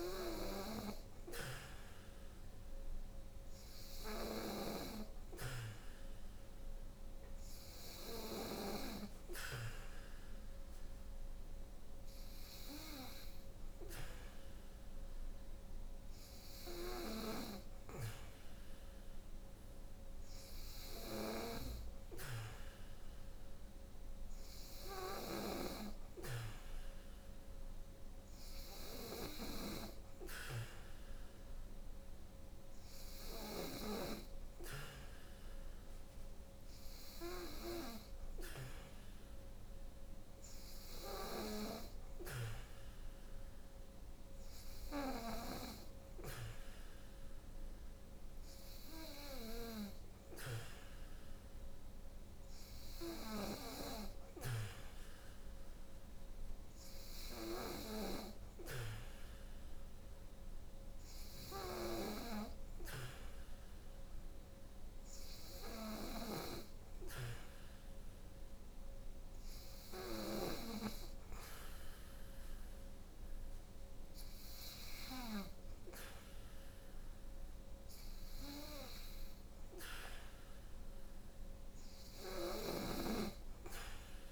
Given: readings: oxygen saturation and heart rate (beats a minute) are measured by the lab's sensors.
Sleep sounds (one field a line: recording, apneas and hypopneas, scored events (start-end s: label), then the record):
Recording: breathing in sleep by a room microphone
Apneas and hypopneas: none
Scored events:
3.50-8.00 s: snoring (device-marked)
81.50-84.32 s: snoring (device-marked)
From the record:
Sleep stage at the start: N3 (deep sleep)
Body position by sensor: on the back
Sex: female